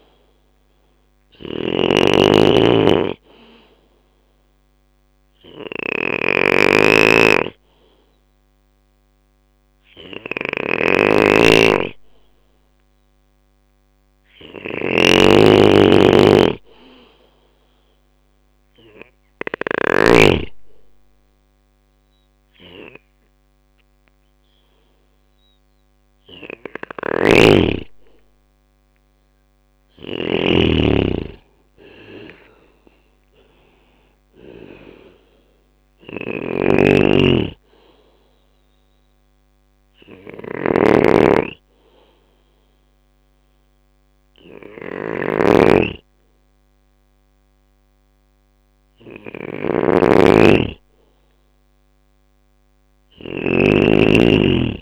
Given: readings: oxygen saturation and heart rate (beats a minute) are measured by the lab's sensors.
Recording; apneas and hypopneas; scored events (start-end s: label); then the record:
breathing in sleep by a microphone on the trachea; 2
0.00-19.50 s: snoring (device-marked)
3.00-13.00 s: obstructive apnea (oxygen 97% before, 91% lowest, heart rate 68 before, 66 extreme, up 3 after)
5.50-15.50 s: oxygen desaturation (device-marked, oxygen 96% before, 92% lowest, heart rate 68 before, 66 extreme)
15.50-20.00 s: arousal
25.50-33.50 s: oxygen desaturation (device-marked, oxygen 95% before, 91% lowest, heart rate 68 before, 67 extreme)
26.00-54.82 s: snoring (device-marked)
28.50-43.50 s: drop in pulse transit time (device-marked, heart rate 68 before, 67 extreme)
38.00-48.50 s: hypopnea (oxygen 95% before, 91% lowest, heart rate 70 before, 65 extreme, up 3 after)
50.50-54.82 s: arousal
From the record:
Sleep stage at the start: N2 (light sleep); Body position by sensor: on the back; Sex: male